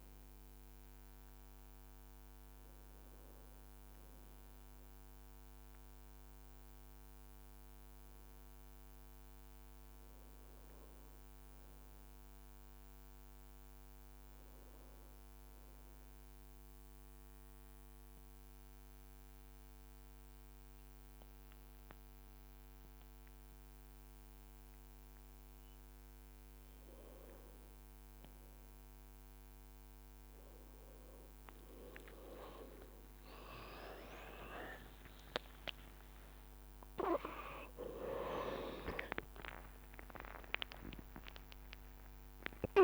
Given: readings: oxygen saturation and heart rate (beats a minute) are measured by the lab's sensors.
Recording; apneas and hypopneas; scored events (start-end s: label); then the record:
a person partly awake in a sleep study, by a microphone on the trachea; 1
8.50-12.50 s: leg movement (device-marked)
10.50-13.50 s: arousal
15.50-26.50 s: obstructive apnea (oxygen 96% before, 93% lowest, heart rate 59 before, 57 extreme, up 2 after)
29.00-42.84 s: new sleep stage, awake
36.00-38.00 s: long interval between heartbeats (device-marked, heart rate 59 before, 79 extreme)
39.50-41.50 s: long interval between heartbeats (device-marked, heart rate 62 before, 88 extreme)
From the record:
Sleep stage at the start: N2 (light sleep); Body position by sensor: on the right side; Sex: male